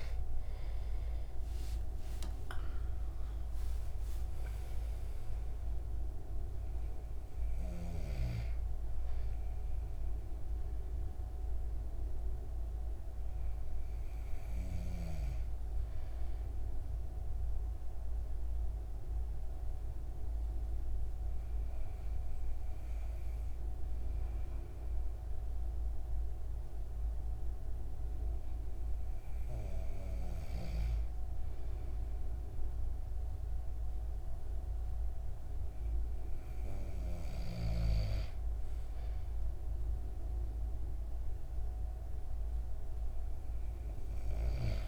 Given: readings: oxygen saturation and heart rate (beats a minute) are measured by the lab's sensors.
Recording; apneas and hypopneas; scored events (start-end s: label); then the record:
breathing in sleep, hard to hear, by a room microphone; 1
1.00-6.00 s: arousal
12.00-38.00 s: hypopnea (oxygen 96% before, 93% lowest, heart rate 81 before, 68 extreme, up 2 after)
40.00-44.88 s: oxygen desaturation (device-marked, oxygen 97% before, 93% lowest, heart rate 71 before, 66 extreme)
From the record:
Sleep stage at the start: N2 (light sleep); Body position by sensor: on the back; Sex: male